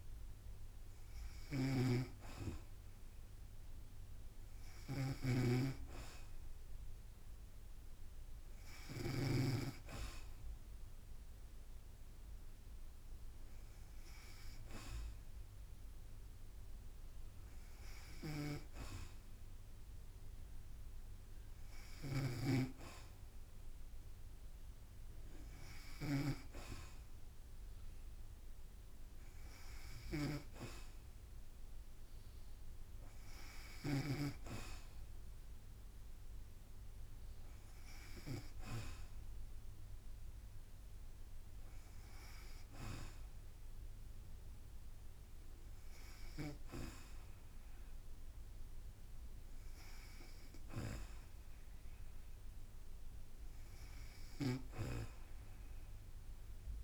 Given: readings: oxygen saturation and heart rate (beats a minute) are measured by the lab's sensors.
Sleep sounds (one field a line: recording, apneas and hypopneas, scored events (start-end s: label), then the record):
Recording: breathing in sleep by a room microphone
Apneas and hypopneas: none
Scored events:
0.00-9.50 s: snoring (device-marked)
18.00-34.00 s: snoring (device-marked)
54.50-56.84 s: snoring (device-marked)
From the record:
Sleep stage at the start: N2 (light sleep)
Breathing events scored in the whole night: 102 in 6.1 hours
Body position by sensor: on the back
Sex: female